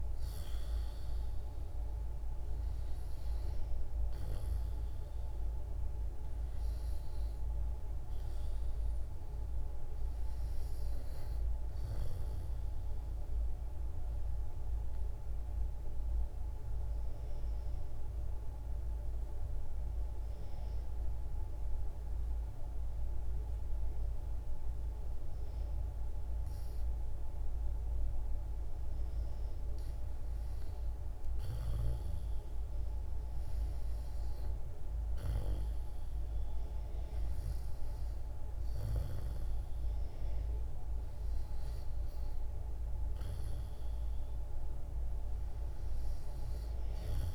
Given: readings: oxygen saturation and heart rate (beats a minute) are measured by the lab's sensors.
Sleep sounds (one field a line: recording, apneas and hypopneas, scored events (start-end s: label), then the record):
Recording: breathing in sleep, hard to hear, by a room microphone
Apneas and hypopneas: 1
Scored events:
0.00-17.50 s: oxygen desaturation (device-marked, oxygen 89% lowest, heart rate 62 extreme)
13.00-28.00 s: obstructive apnea (oxygen 96% before, 88% lowest, heart rate 66 before, 63 extreme, up 0 after)
31.00-35.00 s: arousal
36.50-47.35 s: oxygen desaturation (device-marked, oxygen 93% before, 88% lowest, heart rate 63 before, 66 extreme)
From the record:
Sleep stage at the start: REM sleep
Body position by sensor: on the back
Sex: female